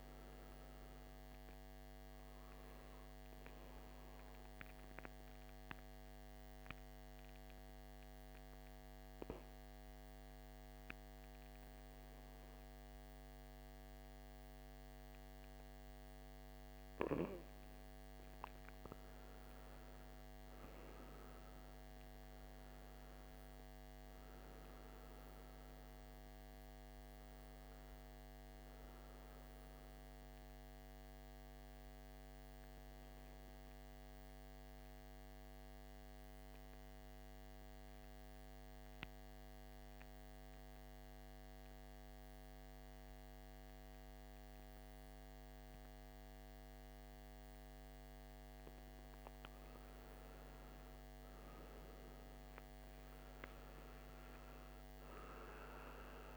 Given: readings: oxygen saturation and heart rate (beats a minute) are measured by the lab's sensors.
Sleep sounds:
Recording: breathing in sleep, hard to hear, by a microphone on the trachea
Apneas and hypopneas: 2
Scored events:
1.50-15.50 s: oxygen desaturation (device-marked, oxygen 98% before, 94% lowest, heart rate 60 before, 58 extreme)
4.00-16.50 s: obstructive apnea (oxygen 99% before, 91% lowest, heart rate 60 before, 58 extreme, up 10 after)
18.50-24.50 s: arousal
26.50-39.50 s: oxygen desaturation (device-marked, oxygen 97% before, 92% lowest, heart rate 62 before, 58 extreme)
35.50-48.00 s: central apnea (oxygen 97% before, 91% lowest, heart rate 63 before, 59 extreme, up 12 after)
49.50-55.00 s: arousal
54.50-56.37 s: oxygen desaturation (device-marked, oxygen 97% before, 91% lowest, heart rate 61 before, 55 extreme)
From the record:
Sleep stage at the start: N2 (light sleep)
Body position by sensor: on the right side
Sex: male

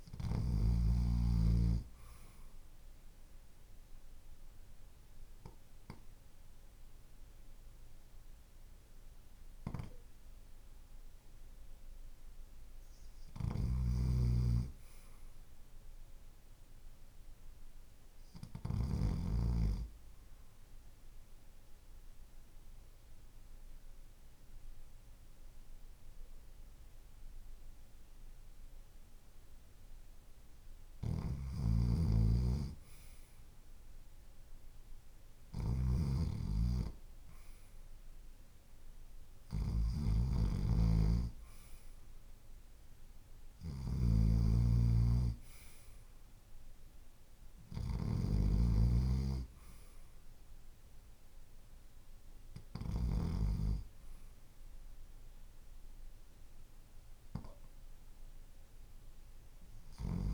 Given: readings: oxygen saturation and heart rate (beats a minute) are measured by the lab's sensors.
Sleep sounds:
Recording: breathing in sleep by a room microphone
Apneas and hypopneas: 2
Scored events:
0.00-28.00 s: oxygen desaturation (device-marked, oxygen 97% before, 90% lowest, heart rate 50 before, 50 extreme)
1.50-11.50 s: obstructive apnea (oxygen 97% before, 90% lowest, heart rate 51 before, 50 extreme, up 2 after)
13.00-18.50 s: snoring (device-marked)
13.50-16.50 s: arousal
20.50-31.00 s: obstructive apnea (oxygen 96% before, 90% lowest, heart rate 51 before, 51 extreme, up 3 after)
30.50-53.00 s: snoring (device-marked)
33.00-36.50 s: arousal
From the record:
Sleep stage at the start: REM sleep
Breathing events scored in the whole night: 114 in 4.5 hours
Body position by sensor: on the left side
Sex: male

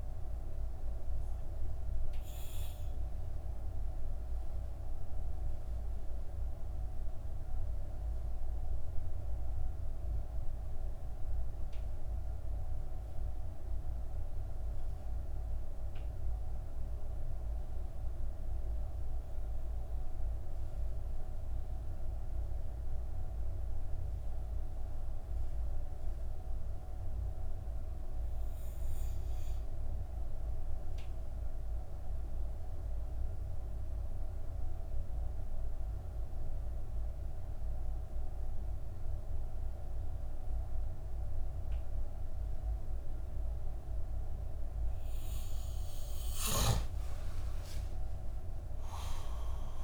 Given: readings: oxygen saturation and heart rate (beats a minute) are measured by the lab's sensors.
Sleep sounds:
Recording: breathing in sleep, hard to hear, by a room microphone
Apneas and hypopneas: 1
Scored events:
0.00-19.00 s: oxygen desaturation (device-marked, oxygen 85% lowest)
0.50-44.50 s: mixed apnea (oxygen 95% before, 85% lowest)
37.00-49.84 s: oxygen desaturation (device-marked, oxygen 98% before, 92% lowest)
45.50-49.50 s: arousal
From the record:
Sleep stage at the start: N2 (light sleep)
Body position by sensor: on the back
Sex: male

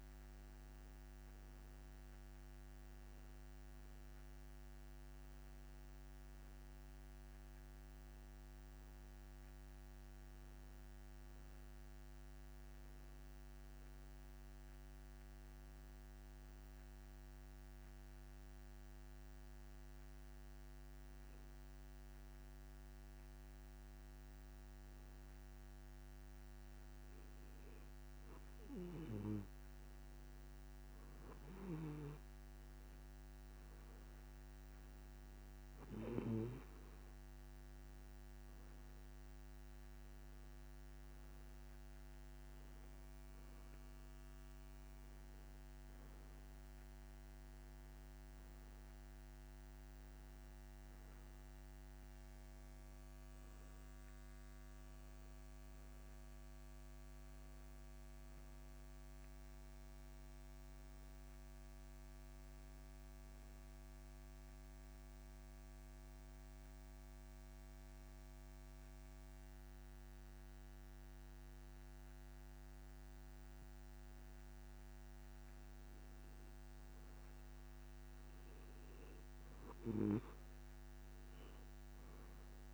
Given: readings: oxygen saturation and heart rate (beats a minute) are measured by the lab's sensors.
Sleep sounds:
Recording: breathing in sleep, hard to hear, by a microphone on the trachea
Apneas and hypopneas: 2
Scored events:
16.00-27.00 s: hypopnea (oxygen 95% before, 93% lowest)
28.00-31.00 s: arousal
58.00-61.00 s: arousal
66.50-76.50 s: hypopnea (oxygen 95% before, 92% lowest)
79.00-82.00 s: arousal
From the record:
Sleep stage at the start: N2 (light sleep)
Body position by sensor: on the back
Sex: male

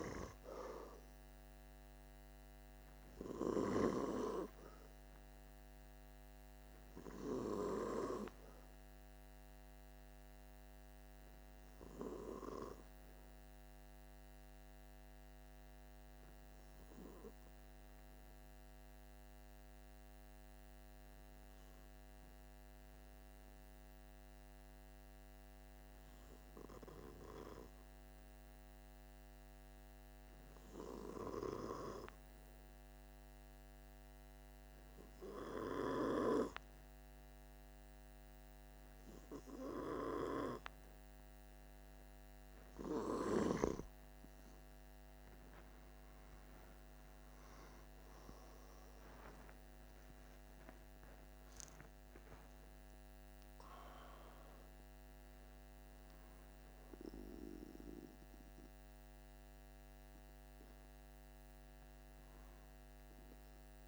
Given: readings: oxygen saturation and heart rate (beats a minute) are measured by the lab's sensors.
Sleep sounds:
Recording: breathing in sleep by a microphone on the trachea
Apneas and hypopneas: 1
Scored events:
0.00-3.50 s: snoring (device-marked)
1.50-27.50 s: oxygen desaturation (device-marked, oxygen 96% before, 93% lowest, heart rate 47 before, 43 extreme)
10.00-39.50 s: obstructive apnea (oxygen 97% before, 93% lowest, heart rate 47 before, 43 extreme, up 2 after)
45.00-50.00 s: arousal
From the record:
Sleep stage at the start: N2 (light sleep)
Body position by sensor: on the back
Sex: male

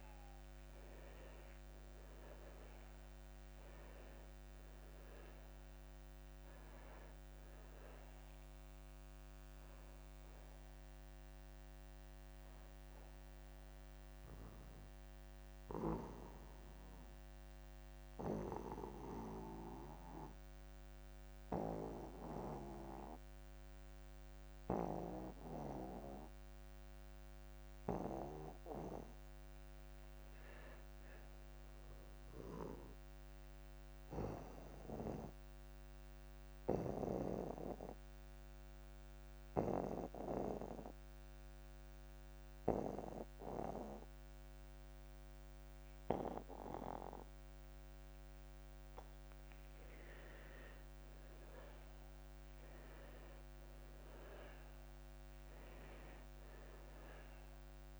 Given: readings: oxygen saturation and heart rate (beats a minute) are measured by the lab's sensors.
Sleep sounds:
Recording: breathing in sleep by a microphone on the trachea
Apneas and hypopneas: 2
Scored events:
0.00-27.00 s: oxygen desaturation (device-marked, oxygen 80% lowest)
14.50-27.50 s: obstructive apnea (oxygen 99% before, 80% lowest)
29.50-32.50 s: arousal
34.50-49.50 s: obstructive apnea (oxygen 99% before, 84% lowest)
46.00-57.99 s: oxygen desaturation (device-marked, oxygen 98% before, 86% lowest)
52.00-55.50 s: arousal
From the record:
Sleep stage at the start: N2 (light sleep)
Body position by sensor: on the back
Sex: male

